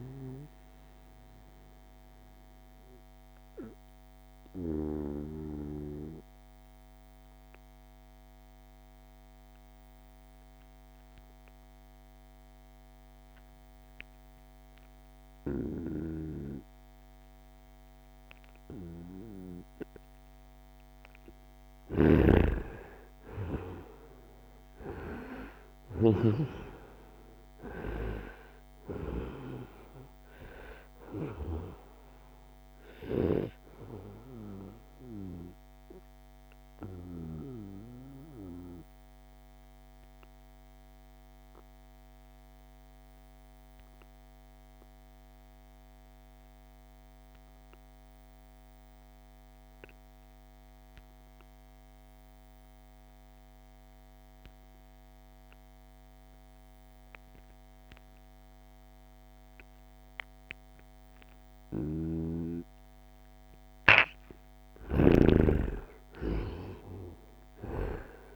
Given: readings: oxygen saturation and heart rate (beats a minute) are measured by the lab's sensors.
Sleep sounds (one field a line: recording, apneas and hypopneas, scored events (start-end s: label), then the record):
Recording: breathing in sleep by a microphone on the trachea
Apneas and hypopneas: 2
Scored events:
0.00-7.50 s: oxygen desaturation (device-marked, oxygen 89% lowest, heart rate 68 extreme)
0.50-19.00 s: obstructive apnea (oxygen 96% before, 89% lowest, heart rate 76 before, 68 extreme, up 6 after)
20.50-25.00 s: arousal
20.50-42.50 s: oxygen desaturation (device-marked, oxygen 98% before, 89% lowest, heart rate 71 before, 66 extreme)
21.00-25.50 s: snoring (device-marked)
35.50-63.00 s: obstructive apnea (oxygen 98% before, 88% lowest, heart rate 73 before, 66 extreme, up 9 after)
58.50-68.36 s: oxygen desaturation (device-marked, oxygen 97% before, 88% lowest, heart rate 68 before, 63 extreme)
61.00-68.36 s: snoring (device-marked)
64.50-68.36 s: arousal
From the record:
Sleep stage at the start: N2 (light sleep)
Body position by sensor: on the right side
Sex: male